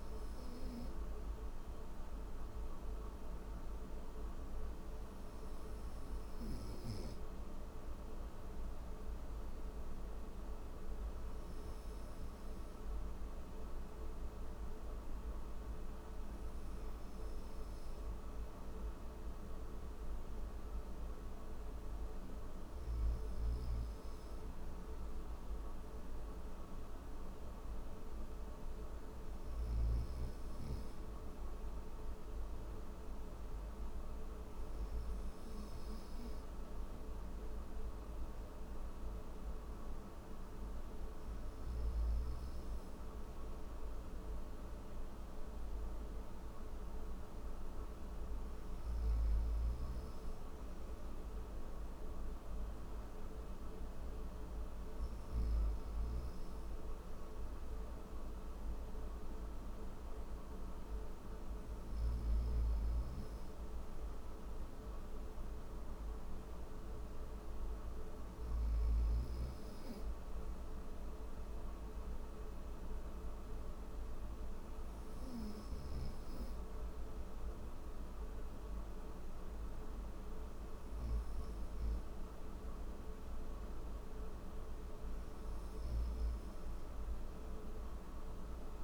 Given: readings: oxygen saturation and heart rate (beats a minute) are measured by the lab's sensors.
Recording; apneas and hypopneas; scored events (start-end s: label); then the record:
breathing in sleep, hard to hear, by a room microphone; none
none scored
From the record:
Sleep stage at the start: N3 (deep sleep); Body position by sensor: upright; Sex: male